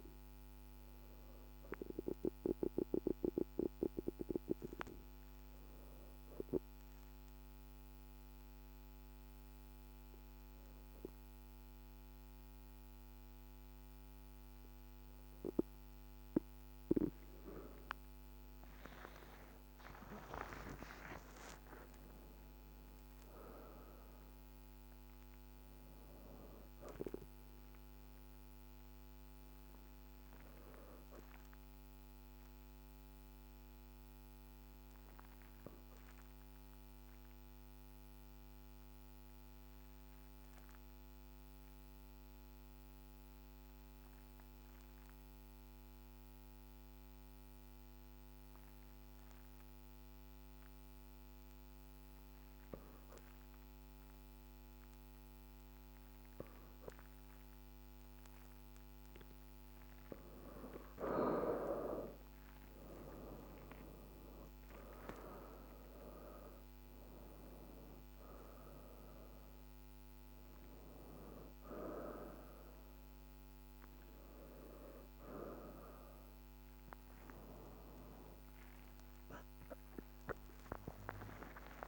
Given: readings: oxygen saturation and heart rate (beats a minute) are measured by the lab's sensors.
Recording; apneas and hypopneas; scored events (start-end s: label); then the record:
breathing in sleep by a microphone on the trachea; 2
3.00-16.50 s: hypopnea (oxygen 95% before, 90% lowest, heart rate 47 before, 34 extreme, up 3 after)
19.00-24.00 s: arousal
30.50-57.50 s: obstructive apnea (oxygen 95% before, 90% lowest, heart rate 39 before, 28 extreme, up 5 after)
53.00-81.88 s: oxygen desaturation (device-marked, oxygen 98% before, 90% lowest, heart rate 42 before, 28 extreme)
60.50-63.50 s: arousal
From the record:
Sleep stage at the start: N2 (light sleep); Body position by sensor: on the back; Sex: female